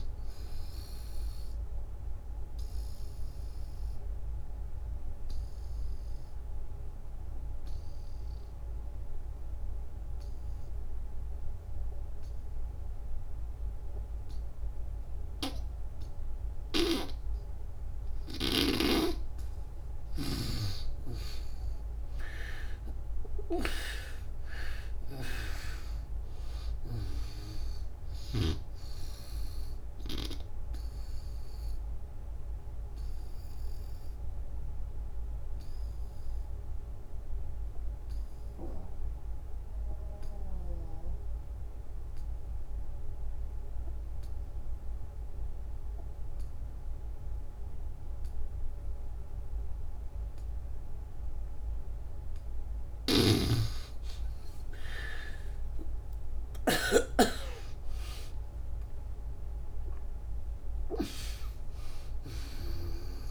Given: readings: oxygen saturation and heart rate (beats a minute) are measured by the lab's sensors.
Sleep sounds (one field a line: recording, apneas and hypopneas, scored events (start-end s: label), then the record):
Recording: breathing in sleep by a room microphone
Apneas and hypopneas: 2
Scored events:
0.00-15.50 s: oxygen desaturation (device-marked, oxygen 76% lowest, heart rate 63 extreme)
0.50-17.50 s: obstructive apnea (oxygen 98% before, 75% lowest, heart rate 89 before, 63 extreme, up 22 after)
18.00-22.00 s: arousal
21.50-42.50 s: oxygen desaturation (device-marked, oxygen 96% before, 80% lowest, heart rate 73 before, 62 extreme)
30.50-51.00 s: obstructive apnea (oxygen 96% before, 75% lowest, heart rate 76 before, 62 extreme, up 30 after)
51.50-63.31 s: oxygen desaturation (device-marked, oxygen 97% before, 75% lowest, heart rate 71 before, 62 extreme)
52.50-56.50 s: snoring (device-marked)
54.50-60.50 s: arousal
From the record:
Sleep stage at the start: N2 (light sleep)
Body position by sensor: on the back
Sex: female